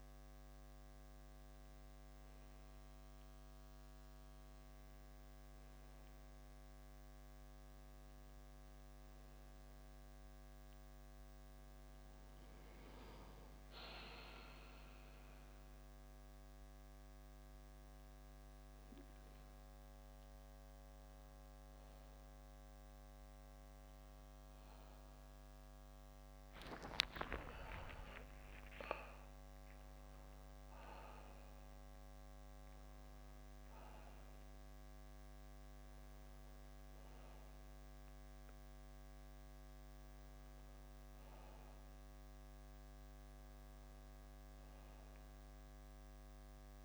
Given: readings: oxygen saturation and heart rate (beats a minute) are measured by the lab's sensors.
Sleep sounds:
breathing in sleep by a microphone on the trachea; none
24.50-28.00 s: arousal
28.50-30.50 s: long interval between heartbeats (device-marked, heart rate 64 before, 78 extreme)
From the record:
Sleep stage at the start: N1 (lightest sleep); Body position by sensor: on the back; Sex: male

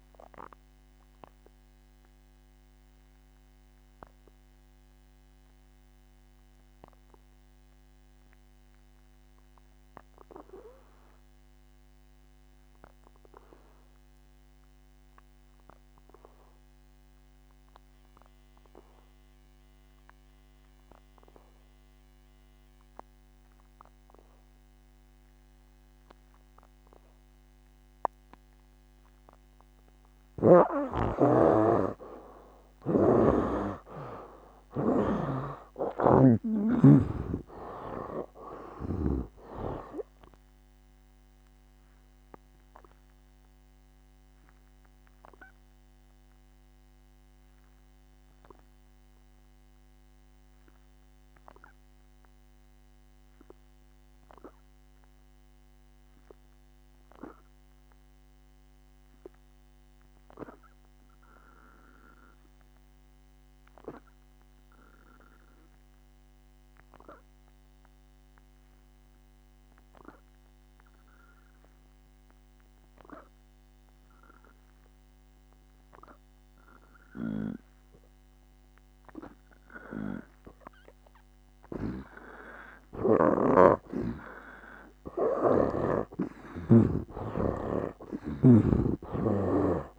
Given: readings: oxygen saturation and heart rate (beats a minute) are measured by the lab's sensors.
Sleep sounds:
breathing in sleep by a microphone on the trachea; 2
0.00-24.50 s: oxygen desaturation (device-marked, oxygen 75% lowest, heart rate 57 extreme)
1.50-31.00 s: obstructive apnea (oxygen 97% before, 70% lowest, heart rate 71 before, 57 extreme, up 17 after)
26.50-66.50 s: oxygen desaturation (device-marked, oxygen 96% before, 70% lowest, heart rate 61 before, 61 extreme)
34.00-37.50 s: arousal
35.50-39.50 s: snoring (device-marked)
42.00-83.00 s: obstructive apnea (oxygen 96% before, 70% lowest, heart rate 64 before, 61 extreme, up 11 after)
83.50-87.00 s: snoring (device-marked)
83.50-89.99 s: oxygen desaturation (device-marked, oxygen 97% before, 83% lowest, heart rate 62 before, 58 extreme)
86.50-89.99 s: arousal
From the record:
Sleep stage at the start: N2 (light sleep); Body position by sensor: on the back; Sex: male

